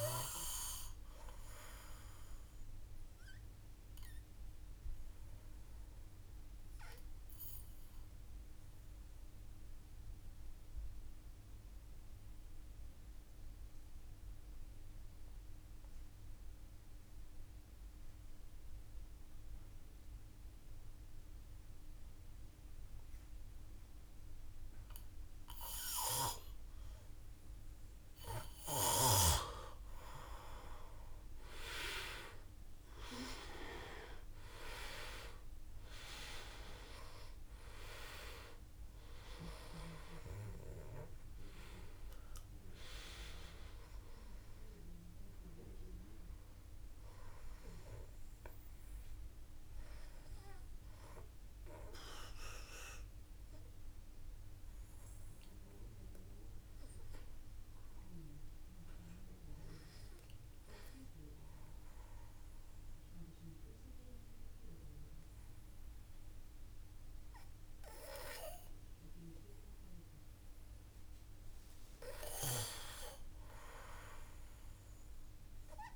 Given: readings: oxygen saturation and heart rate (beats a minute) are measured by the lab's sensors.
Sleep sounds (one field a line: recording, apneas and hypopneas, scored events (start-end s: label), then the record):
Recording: breathing in sleep by a room microphone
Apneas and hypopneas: 2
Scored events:
0.00-14.50 s: oxygen desaturation (device-marked, oxygen 90% lowest, heart rate 50 extreme)
1.50-27.50 s: obstructive apnea (oxygen 97% before, 88% lowest, heart rate 54 before, 50 extreme, up 6 after)
28.50-61.50 s: oxygen desaturation (device-marked, oxygen 97% before, 88% lowest, heart rate 53 before, 52 extreme)
29.50-33.00 s: arousal
50.50-70.00 s: obstructive apnea (oxygen 97% before, 88% lowest, heart rate 55 before, 51 extreme, up 1 after)
72.00-75.96 s: arousal
From the record:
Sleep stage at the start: N2 (light sleep)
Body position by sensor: on the back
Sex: male